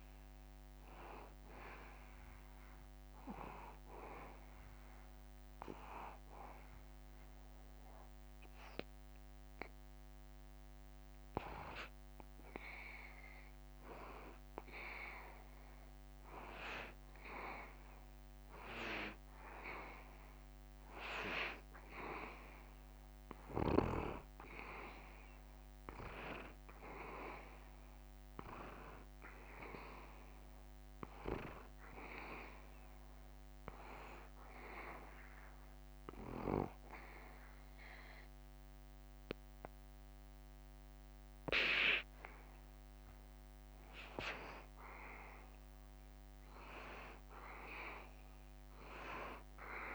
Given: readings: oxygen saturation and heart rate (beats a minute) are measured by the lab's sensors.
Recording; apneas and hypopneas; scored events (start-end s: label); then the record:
breathing in sleep by a microphone on the trachea; 2
0.00-12.00 s: oxygen desaturation (device-marked, oxygen 88% lowest, heart rate 78 extreme)
4.50-15.00 s: obstructive apnea (oxygen 94% before, 89% lowest, heart rate 79 before, 78 extreme, up 1 after)
22.00-27.50 s: arousal
35.00-45.00 s: obstructive apnea (oxygen 94% before, 89% lowest, heart rate 79 before, 78 extreme, up 1 after)
From the record:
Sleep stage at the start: N2 (light sleep); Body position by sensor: on the back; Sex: male